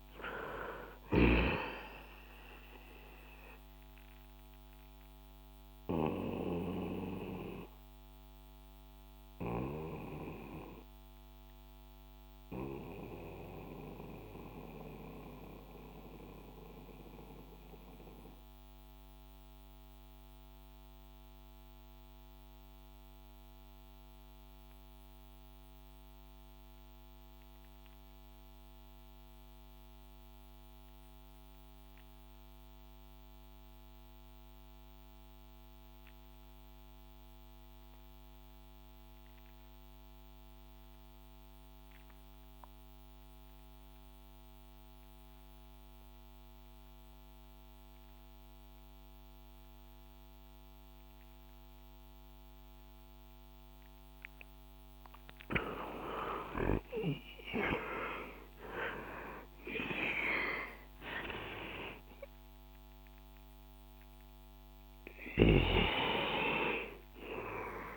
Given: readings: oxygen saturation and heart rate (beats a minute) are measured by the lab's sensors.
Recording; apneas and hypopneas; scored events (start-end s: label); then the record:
breathing in sleep by a microphone on the trachea; 1
0.00-21.50 s: oxygen desaturation (device-marked, oxygen 84% lowest, heart rate 59 extreme)
2.50-54.50 s: mixed apnea (oxygen 98% before, 78% lowest, heart rate 66 before, 59 extreme, up 19 after)
39.50-67.97 s: oxygen desaturation (device-marked, oxygen 97% before, 83% lowest, heart rate 65 before, 59 extreme)
56.00-60.00 s: arousal
From the record:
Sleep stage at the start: REM sleep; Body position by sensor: on the back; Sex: male